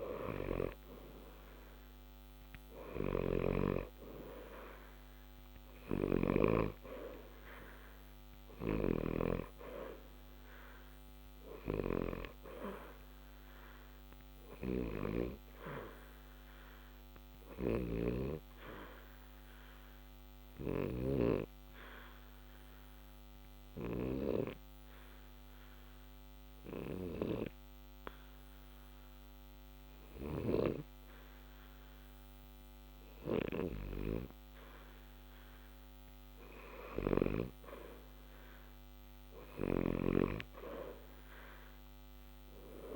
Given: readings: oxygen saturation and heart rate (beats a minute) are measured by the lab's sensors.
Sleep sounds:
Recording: breathing in sleep by a microphone on the trachea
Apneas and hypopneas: 1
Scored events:
2.00-31.00 s: oxygen desaturation (device-marked, oxygen 93% before, 86% lowest, heart rate 60 before, 60 extreme)
18.00-33.50 s: obstructive apnea (oxygen 93% before, 86% lowest, heart rate 60 before, 60 extreme, up 2 after)
36.00-40.00 s: arousal
From the record:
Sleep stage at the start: N2 (light sleep)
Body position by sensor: on the back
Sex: male

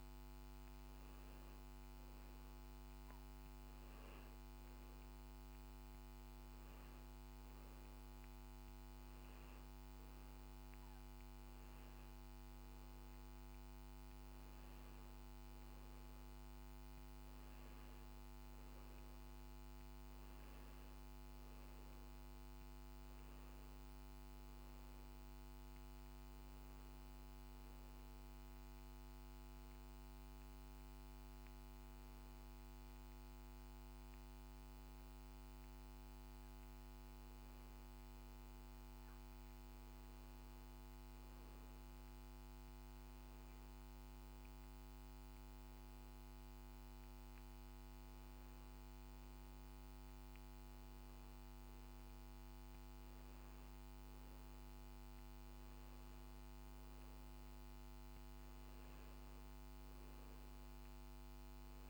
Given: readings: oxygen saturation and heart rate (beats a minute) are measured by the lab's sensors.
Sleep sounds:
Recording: breathing in sleep, hard to hear, by a microphone on the trachea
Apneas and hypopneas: none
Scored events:
none scored
From the record:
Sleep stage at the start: N2 (light sleep)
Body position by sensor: on the back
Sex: male

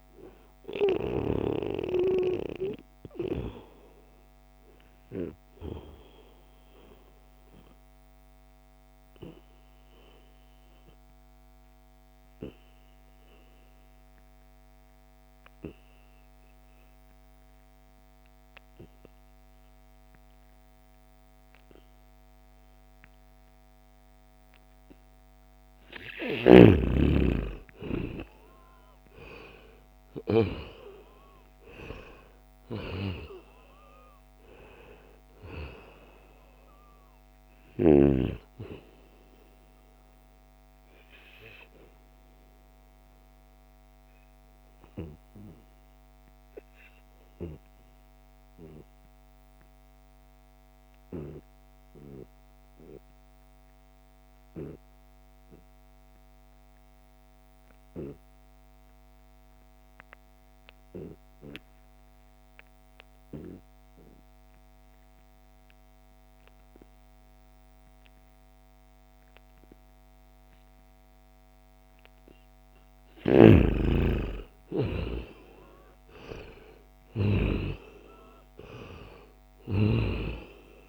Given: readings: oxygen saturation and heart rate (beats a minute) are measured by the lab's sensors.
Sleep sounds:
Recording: breathing in sleep by a microphone on the trachea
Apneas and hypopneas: 2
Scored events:
0.00-8.00 s: oxygen desaturation (device-marked, oxygen 87% lowest, heart rate 71 extreme)
7.50-25.00 s: obstructive apnea (oxygen 95% before, 90% lowest, heart rate 81 before, 71 extreme, up 7 after)
27.00-31.00 s: arousal
27.00-52.00 s: oxygen desaturation (device-marked, oxygen 96% before, 90% lowest, heart rate 73 before, 67 extreme)
41.50-71.50 s: obstructive apnea (oxygen 96% before, 87% lowest, heart rate 77 before, 67 extreme, up 7 after)
70.00-80.88 s: oxygen desaturation (device-marked, oxygen 96% before, 87% lowest, heart rate 71 before, 68 extreme)
72.50-77.00 s: snoring (device-marked)
73.50-77.50 s: arousal
From the record:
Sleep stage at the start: N2 (light sleep)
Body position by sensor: on the back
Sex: male

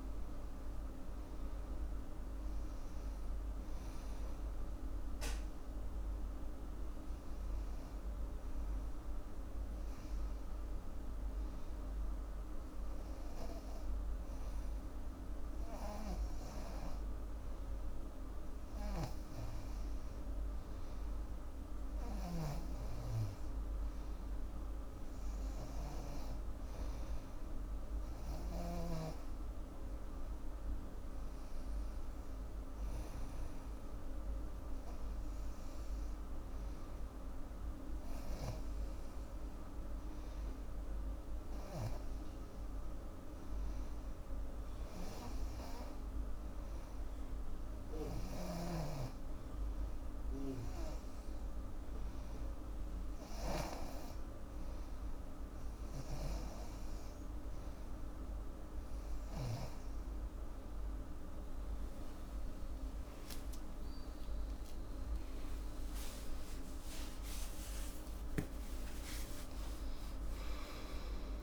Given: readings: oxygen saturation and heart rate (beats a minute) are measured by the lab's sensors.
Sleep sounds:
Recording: breathing in sleep, hard to hear, by a room microphone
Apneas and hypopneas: none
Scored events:
60.50-71.43 s: new sleep stage, N1 (lightest sleep)
63.50-69.50 s: arousal
64.00-66.00 s: long interval between heartbeats (device-marked, heart rate 88 before, 101 extreme)
From the record:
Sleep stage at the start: N2 (light sleep)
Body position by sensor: on the back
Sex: female

